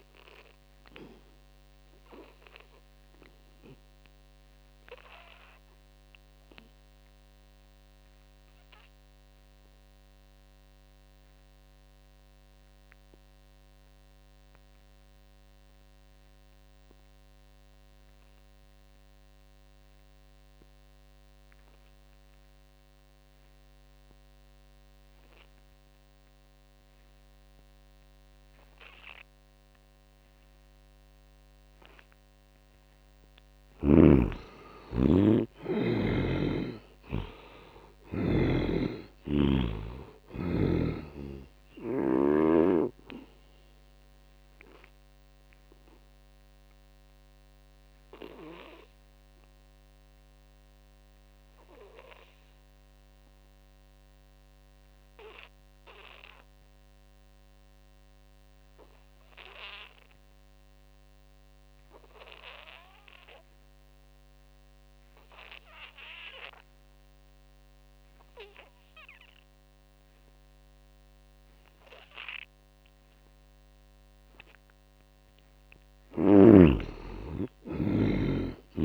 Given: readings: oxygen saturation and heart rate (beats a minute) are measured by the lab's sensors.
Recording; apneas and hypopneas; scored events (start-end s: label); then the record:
breathing in sleep by a microphone on the trachea; 2
0.00-10.00 s: oxygen desaturation (device-marked, oxygen 76% lowest, heart rate 63 extreme)
1.00-31.50 s: obstructive apnea (oxygen 97% before, 71% lowest, heart rate 75 before, 60 extreme, up 8 after)
22.00-58.00 s: oxygen desaturation (device-marked, oxygen 97% before, 71% lowest, heart rate 78 before, 60 extreme)
33.00-36.50 s: arousal
38.00-42.50 s: snoring (device-marked)
44.50-74.00 s: obstructive apnea (oxygen 97% before, 71% lowest, heart rate 69 before, 64 extreme, up 10 after)
60.00-78.85 s: oxygen desaturation (device-marked, oxygen 98% before, 73% lowest, heart rate 78 before, 57 extreme)
75.00-78.85 s: arousal
From the record:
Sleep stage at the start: N2 (light sleep); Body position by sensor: on the back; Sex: male